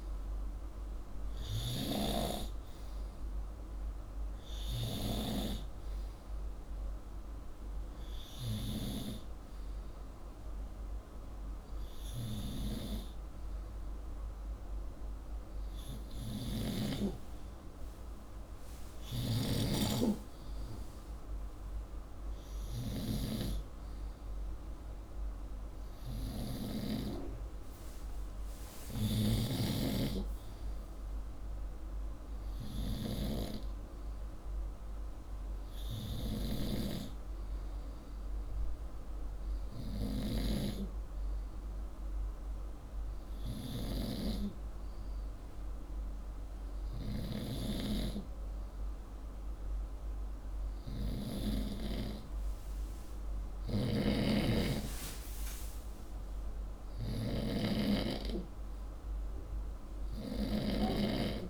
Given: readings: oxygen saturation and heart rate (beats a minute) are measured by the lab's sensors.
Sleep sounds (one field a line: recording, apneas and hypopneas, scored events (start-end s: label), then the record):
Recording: breathing in sleep by a room microphone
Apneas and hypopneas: none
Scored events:
0.00-5.00 s: snoring (device-marked)
18.50-40.50 s: snoring (device-marked)
53.50-61.50 s: snoring (device-marked)
From the record:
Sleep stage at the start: N2 (light sleep)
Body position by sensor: upright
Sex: male